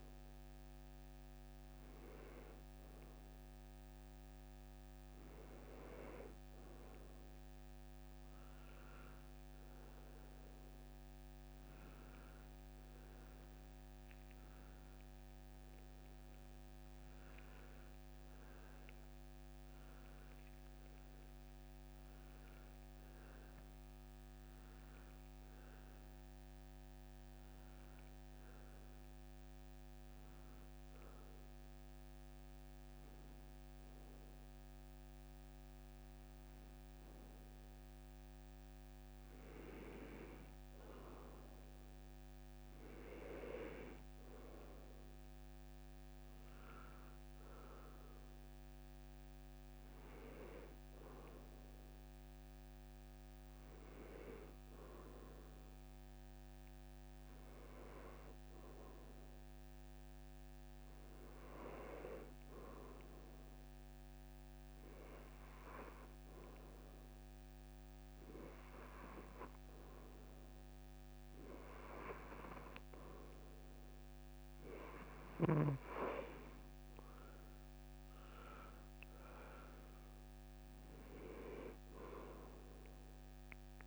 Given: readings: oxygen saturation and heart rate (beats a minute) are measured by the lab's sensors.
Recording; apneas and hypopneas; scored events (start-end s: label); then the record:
breathing in sleep by a microphone on the trachea; 1
0.00-5.00 s: oxygen desaturation (device-marked, oxygen 87% lowest)
11.00-18.00 s: oxygen desaturation (device-marked, oxygen 94% before, 91% lowest)
18.50-24.00 s: arousal
44.00-59.00 s: oxygen desaturation (device-marked, oxygen 93% before, 89% lowest)
53.50-57.50 s: arousal
60.50-71.50 s: hypopnea (oxygen 93% before, 88% lowest)
66.00-83.87 s: oxygen desaturation (device-marked, oxygen 93% before, 88% lowest)
From the record:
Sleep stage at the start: N2 (light sleep); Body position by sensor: on the right side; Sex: male